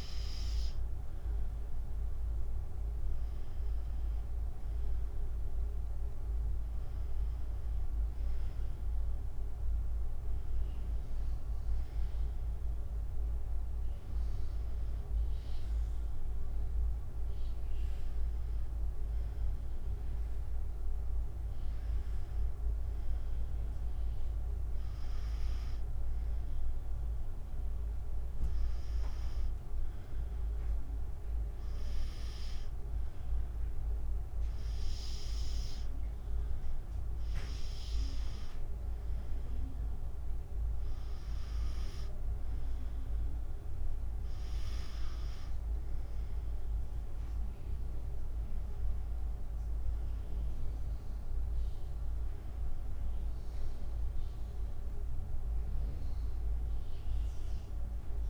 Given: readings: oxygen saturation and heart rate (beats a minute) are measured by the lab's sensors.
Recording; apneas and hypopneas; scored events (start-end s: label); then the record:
breathing in sleep, hard to hear, by a room microphone; none
6.50-19.50 s: drop in pulse transit time (device-marked, heart rate 77 before, 77 extreme)
From the record:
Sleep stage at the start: N2 (light sleep); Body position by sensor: on the back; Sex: female